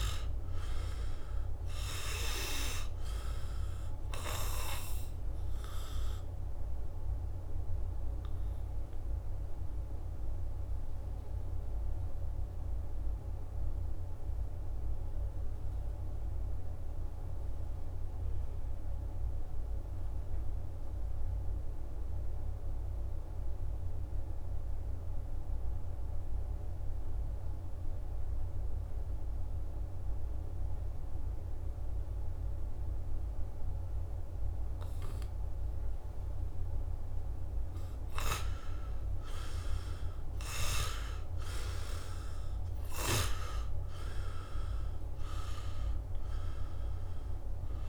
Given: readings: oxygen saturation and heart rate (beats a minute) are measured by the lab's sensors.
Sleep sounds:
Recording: breathing in sleep by a room microphone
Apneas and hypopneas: 1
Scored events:
0.00-23.00 s: oxygen desaturation (device-marked, oxygen 87% lowest, heart rate 66 extreme)
5.50-36.50 s: obstructive apnea (oxygen 99% before, 84% lowest, heart rate 68 before, 66 extreme, up 8 after)
34.00-47.88 s: oxygen desaturation (device-marked, oxygen 98% before, 84% lowest, heart rate 67 before, 66 extreme)
38.50-42.50 s: arousal
From the record:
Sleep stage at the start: N2 (light sleep)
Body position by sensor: on the back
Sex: male

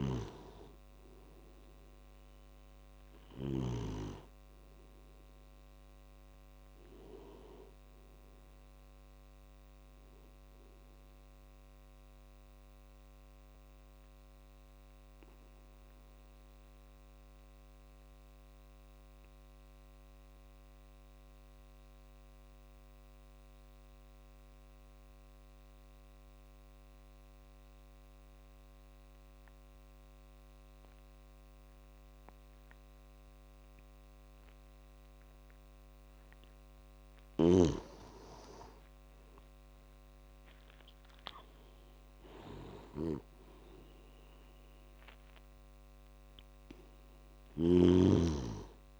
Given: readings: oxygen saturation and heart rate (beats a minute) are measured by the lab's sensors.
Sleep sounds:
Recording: breathing in sleep by a microphone on the trachea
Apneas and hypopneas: 1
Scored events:
0.00-3.50 s: snoring (device-marked)
0.00-21.00 s: oxygen desaturation (device-marked, oxygen 88% lowest)
13.00-36.00 s: obstructive apnea (oxygen 96% before, 90% lowest)
37.00-48.00 s: snoring (device-marked)
37.00-49.00 s: oxygen desaturation (device-marked, oxygen 98% before, 90% lowest)
38.00-41.00 s: arousal
From the record:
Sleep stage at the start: N2 (light sleep)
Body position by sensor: on the back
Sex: male

